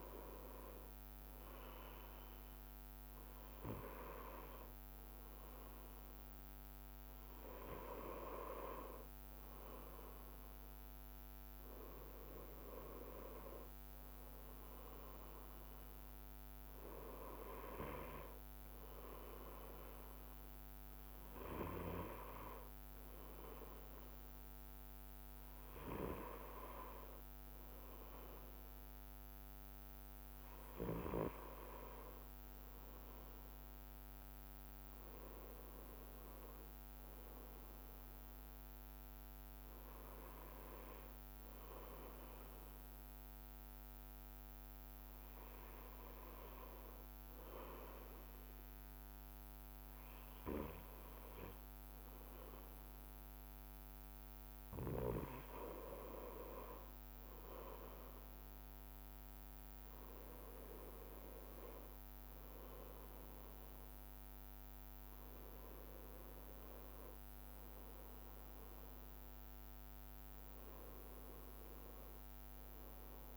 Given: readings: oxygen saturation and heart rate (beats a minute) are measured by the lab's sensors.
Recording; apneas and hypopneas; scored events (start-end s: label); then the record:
breathing in sleep by a microphone on the trachea; none
0.00-1.50 s: bradycardia (device-marked, heart rate 60 extreme)
3.50-28.50 s: bradycardia (device-marked, heart rate 61 before, 57 extreme)
29.50-32.50 s: bradycardia (device-marked, heart rate 61 before, 58 extreme)
34.50-36.50 s: bradycardia (device-marked, heart rate 61 before, 59 extreme)
38.50-46.50 s: bradycardia (device-marked, heart rate 61 before, 59 extreme)
49.50-63.50 s: bradycardia (device-marked, heart rate 61 before, 58 extreme)
65.50-71.00 s: arousal
From the record:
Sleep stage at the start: N2 (light sleep); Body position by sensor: on the right side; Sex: male